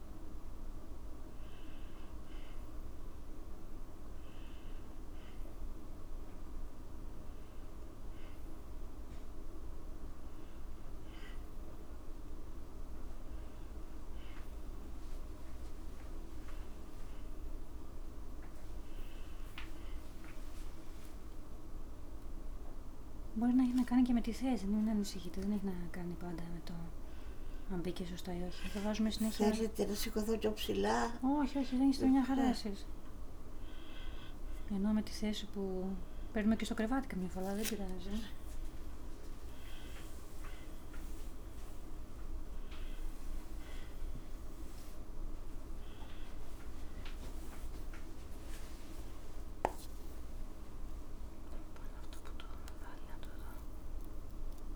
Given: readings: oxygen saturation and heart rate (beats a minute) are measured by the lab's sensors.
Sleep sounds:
a person awake in a sleep study, by a room microphone; none
none scored
From the record:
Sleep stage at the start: awake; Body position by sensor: on the back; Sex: female

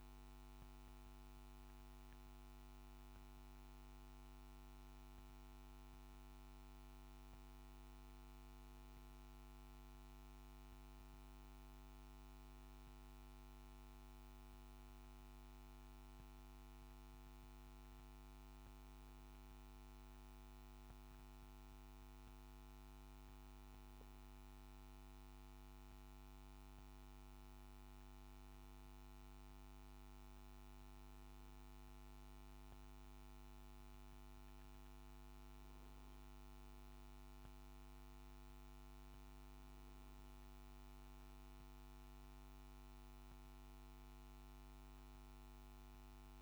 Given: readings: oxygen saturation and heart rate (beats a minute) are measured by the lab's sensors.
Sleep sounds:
breathing in sleep, hard to hear, by a microphone on the trachea; none
none scored
From the record:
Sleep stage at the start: N2 (light sleep); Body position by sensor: on the back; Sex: male

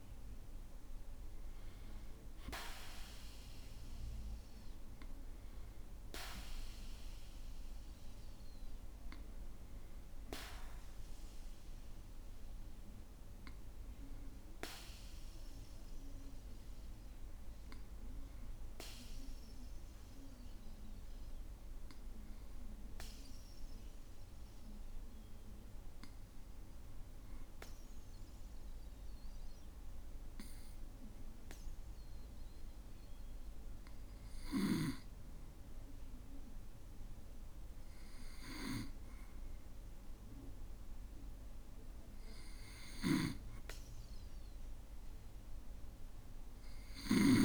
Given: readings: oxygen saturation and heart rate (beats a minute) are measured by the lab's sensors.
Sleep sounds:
breathing in sleep by a room microphone; 1
22.50-36.00 s: obstructive apnea (oxygen 97% before, 94% lowest, heart rate 57 before, 50 extreme, up 7 after)
39.00-42.50 s: arousal
43.00-47.45 s: snoring (device-marked)
From the record:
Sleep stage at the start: N2 (light sleep); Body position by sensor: on the back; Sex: male

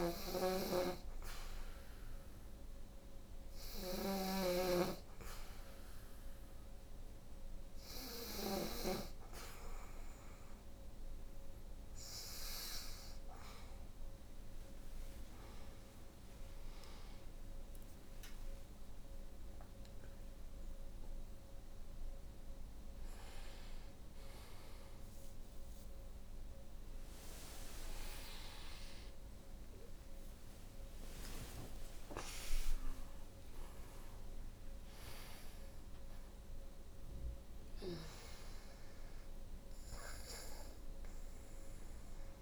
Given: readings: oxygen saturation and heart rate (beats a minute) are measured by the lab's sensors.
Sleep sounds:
a person awake in a sleep study, by a room microphone; none
0.00-8.00 s: snoring (device-marked)
13.00-42.42 s: new sleep stage, awake
From the record:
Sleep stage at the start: N3 (deep sleep); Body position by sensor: on the back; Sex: female

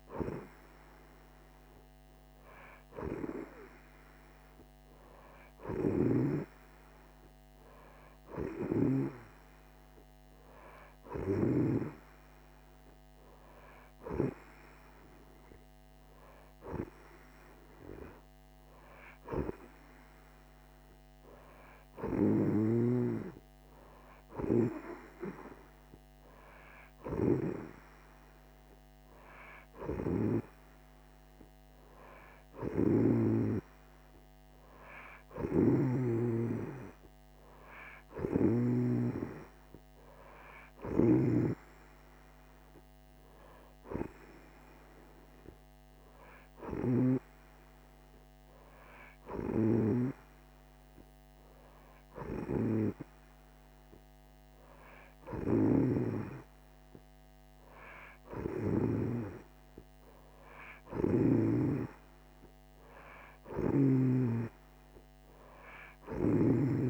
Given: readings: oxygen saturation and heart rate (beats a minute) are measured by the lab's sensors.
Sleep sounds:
breathing in sleep by a microphone on the trachea; none
5.50-9.00 s: snoring (device-marked)
32.50-36.00 s: snoring (device-marked)
40.50-47.00 s: snoring (device-marked)
55.50-59.00 s: snoring (device-marked)
From the record:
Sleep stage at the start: N2 (light sleep); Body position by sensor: on the right side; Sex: female

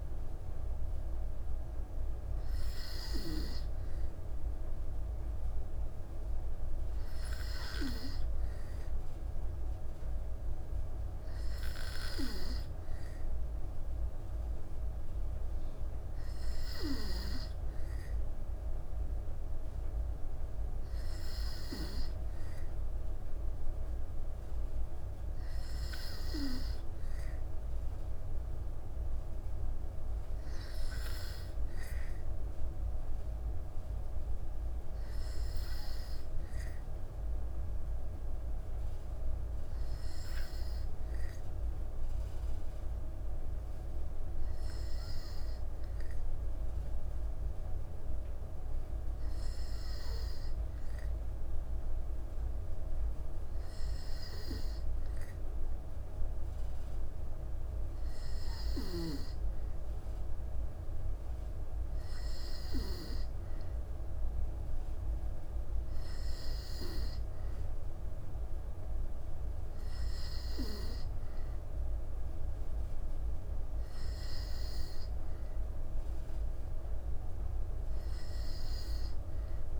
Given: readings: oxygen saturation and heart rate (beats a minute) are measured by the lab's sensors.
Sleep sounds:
breathing in sleep by a room microphone; none
none scored
From the record:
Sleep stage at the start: N2 (light sleep); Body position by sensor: on the back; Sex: female

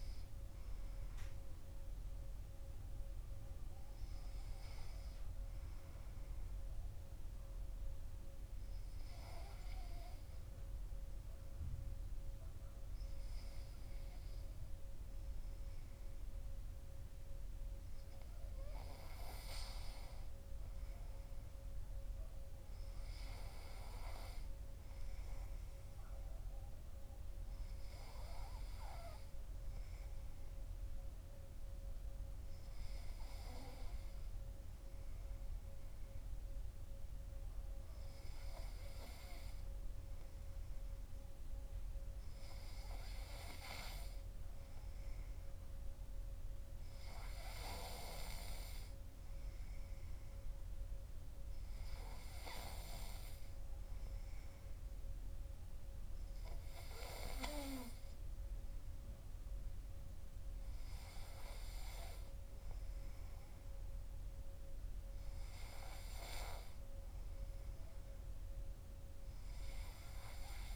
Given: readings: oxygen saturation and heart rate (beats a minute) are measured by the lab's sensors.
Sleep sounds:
breathing in sleep by a room microphone; 1
0.00-1.00 s: arousal
5.00-18.50 s: obstructive apnea (oxygen 95% before, 94% lowest, heart rate 59 before, 51 extreme, up 9 after)
20.50-24.00 s: arousal
From the record:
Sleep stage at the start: N2 (light sleep); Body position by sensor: on the right side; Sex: male

